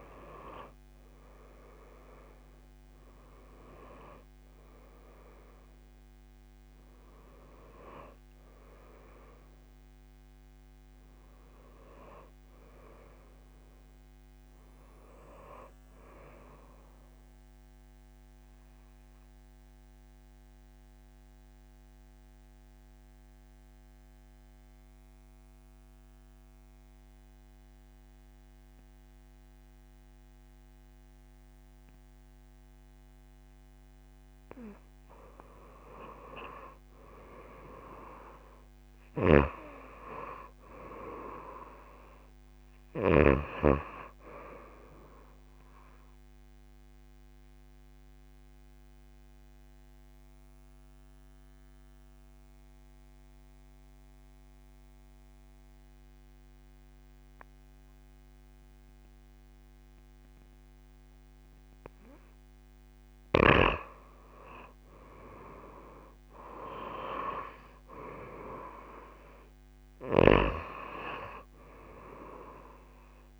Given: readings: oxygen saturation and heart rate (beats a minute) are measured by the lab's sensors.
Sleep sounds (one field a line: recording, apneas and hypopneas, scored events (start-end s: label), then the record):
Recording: breathing in sleep by a microphone on the trachea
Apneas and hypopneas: 2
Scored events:
0.00-32.50 s: oxygen desaturation (device-marked, oxygen 86% lowest)
19.00-34.50 s: obstructive apnea (oxygen 94% before, 86% lowest)
36.50-40.50 s: arousal
42.50-60.50 s: oxygen desaturation (device-marked, oxygen 98% before, 92% lowest)
47.00-62.00 s: obstructive apnea (oxygen 98% before, 89% lowest)
65.00-69.00 s: arousal
68.50-73.40 s: oxygen desaturation (device-marked, oxygen 97% before, 91% lowest)
From the record:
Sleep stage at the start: N2 (light sleep)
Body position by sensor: on the back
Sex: female